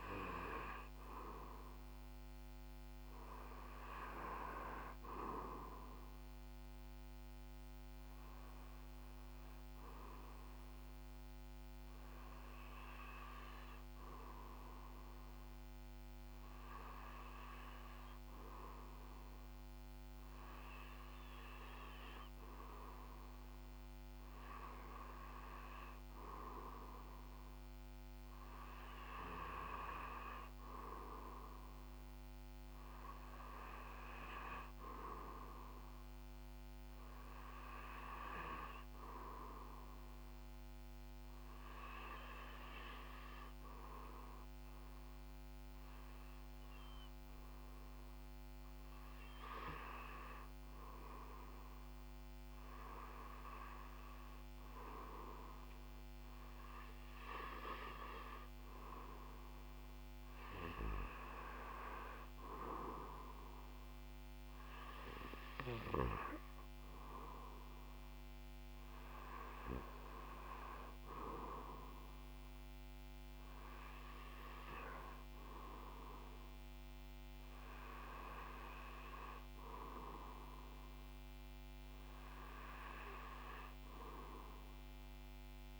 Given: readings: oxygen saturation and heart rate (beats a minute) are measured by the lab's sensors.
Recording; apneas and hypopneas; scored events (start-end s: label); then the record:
breathing in sleep by a microphone on the trachea; none
none scored
From the record:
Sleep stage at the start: REM sleep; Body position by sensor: on the back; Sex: male